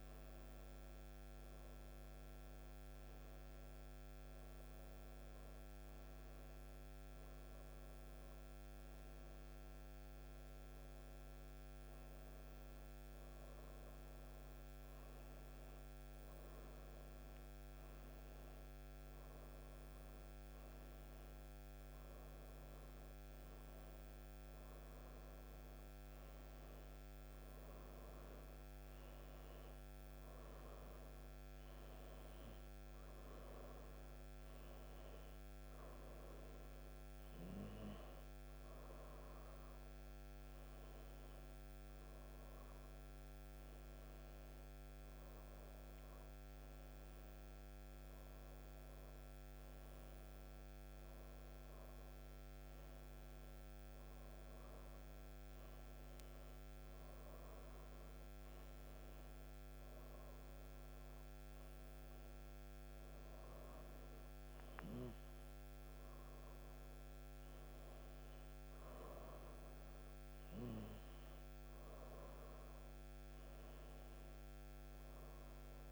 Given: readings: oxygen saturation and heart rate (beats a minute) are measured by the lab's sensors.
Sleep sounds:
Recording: breathing in sleep, hard to hear, by a microphone on the trachea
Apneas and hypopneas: none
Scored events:
none scored
From the record:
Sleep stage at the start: N1 (lightest sleep)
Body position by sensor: on the right side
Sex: female

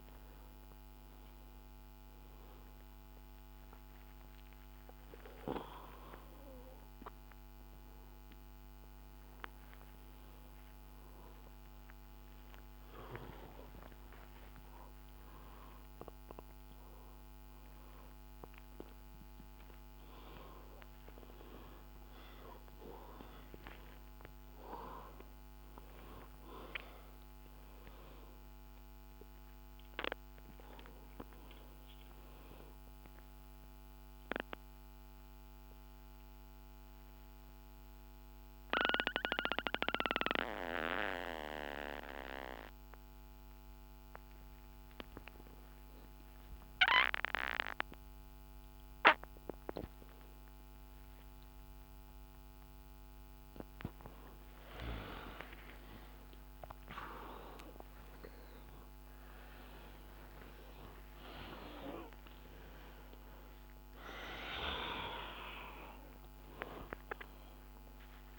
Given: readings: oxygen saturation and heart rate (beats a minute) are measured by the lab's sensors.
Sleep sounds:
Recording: a person awake in a sleep study, by a microphone on the trachea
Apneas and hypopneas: none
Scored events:
none scored
From the record:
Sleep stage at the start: awake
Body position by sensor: upright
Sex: male

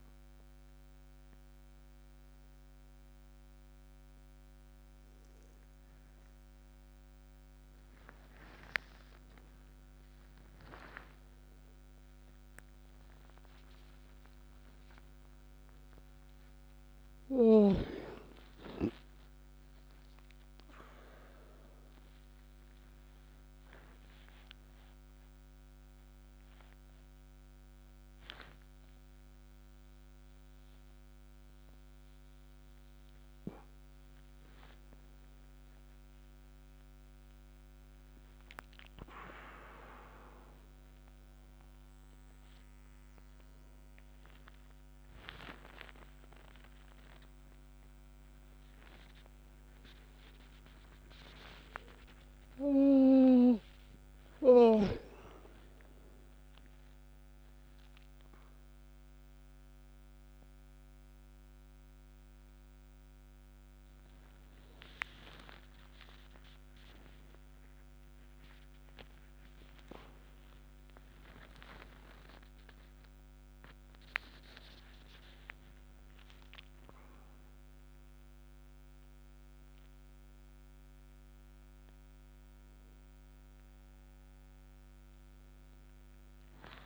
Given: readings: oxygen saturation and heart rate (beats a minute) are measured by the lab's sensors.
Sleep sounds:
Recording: a person awake in a sleep study, by a microphone on the trachea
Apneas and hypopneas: none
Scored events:
none scored
From the record:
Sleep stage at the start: awake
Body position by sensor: on the back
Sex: male

